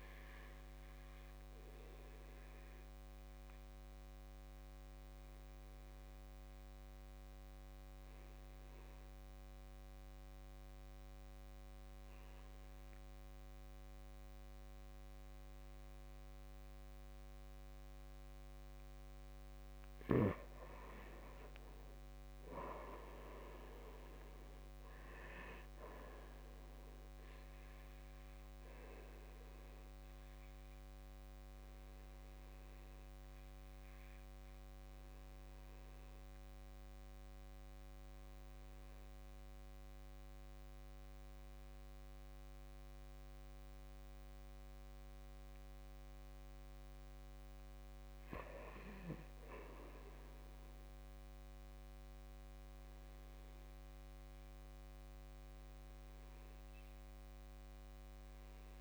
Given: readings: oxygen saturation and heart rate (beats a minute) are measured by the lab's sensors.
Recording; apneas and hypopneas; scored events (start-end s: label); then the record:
breathing in sleep by a microphone on the trachea; 2
0.00-19.00 s: oxygen desaturation (device-marked, oxygen 86% lowest, heart rate 55 extreme)
1.00-19.50 s: obstructive apnea (oxygen 96% before, 85% lowest, heart rate 58 before, 55 extreme, up 11 after)
22.00-25.50 s: arousal
26.00-45.00 s: oxygen desaturation (device-marked, oxygen 97% before, 87% lowest, heart rate 59 before, 56 extreme)
29.00-46.50 s: obstructive apnea (oxygen 97% before, 79% lowest, heart rate 60 before, 56 extreme, up 10 after)
48.50-51.50 s: arousal
50.00-58.81 s: oxygen desaturation (device-marked, oxygen 98% before, 85% lowest, heart rate 59 before, 53 extreme)
From the record:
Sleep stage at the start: N2 (light sleep); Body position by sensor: on the back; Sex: male